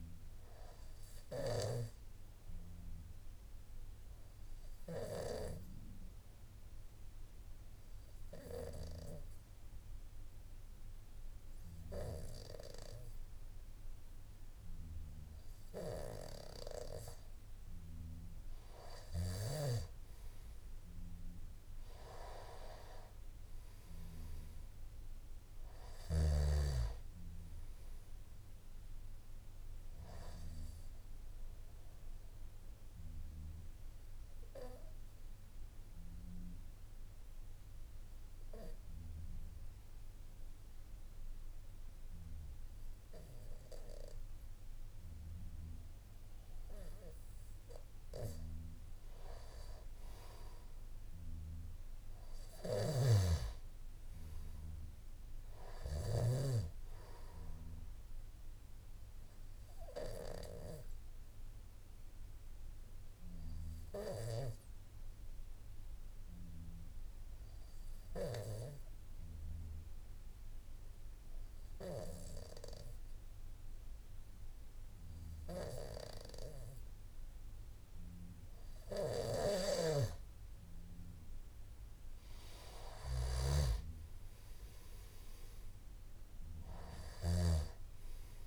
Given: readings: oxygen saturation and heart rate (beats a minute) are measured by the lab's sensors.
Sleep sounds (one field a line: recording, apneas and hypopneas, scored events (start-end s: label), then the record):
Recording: breathing in sleep by a room microphone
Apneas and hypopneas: 3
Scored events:
4.50-18.00 s: obstructive apnea (oxygen 97% before, 92% lowest, heart rate 54 before, 52 extreme, up 6 after)
6.00-88.47 s: new sleep stage, N2 (light sleep)
33.00-48.00 s: obstructive apnea (oxygen 96% before, 92% lowest, heart rate 55 before, 51 extreme, up 4 after)
52.50-56.50 s: snoring (device-marked)
59.50-78.00 s: obstructive apnea (oxygen 98% before, 91% lowest, heart rate 55 before, 51 extreme, up 6 after)
60.00-75.00 s: oxygen desaturation (device-marked, oxygen 98% before, 92% lowest, heart rate 55 before, 51 extreme)
79.50-87.50 s: snoring (device-marked)
From the record:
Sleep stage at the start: N1 (lightest sleep)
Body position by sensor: on the back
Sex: male